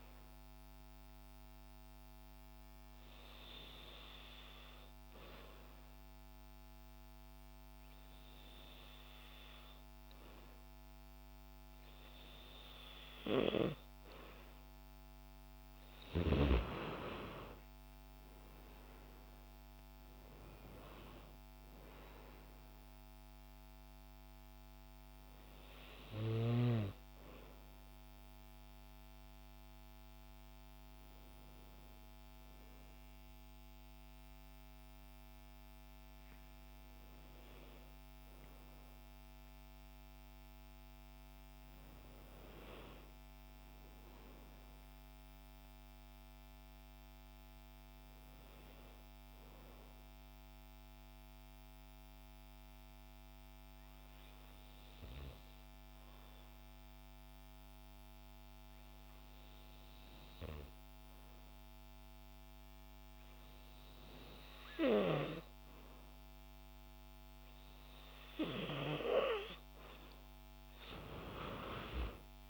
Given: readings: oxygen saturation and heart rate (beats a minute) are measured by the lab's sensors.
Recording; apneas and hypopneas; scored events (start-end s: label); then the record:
breathing in sleep by a microphone on the trachea; 2
2.00-14.00 s: hypopnea (oxygen 97% before, 92% lowest, heart rate 65 before, 58 extreme, up 5 after)
16.00-19.50 s: arousal
44.00-47.50 s: arousal
52.00-67.50 s: hypopnea (oxygen 97% before, 92% lowest, heart rate 90 before, 53 extreme, up 26 after)
69.00-72.50 s: oxygen desaturation (device-marked, oxygen 96% before, 92% lowest, heart rate 60 before, 53 extreme)
71.50-72.50 s: arousal
From the record:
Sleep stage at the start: N2 (light sleep); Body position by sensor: on the back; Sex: female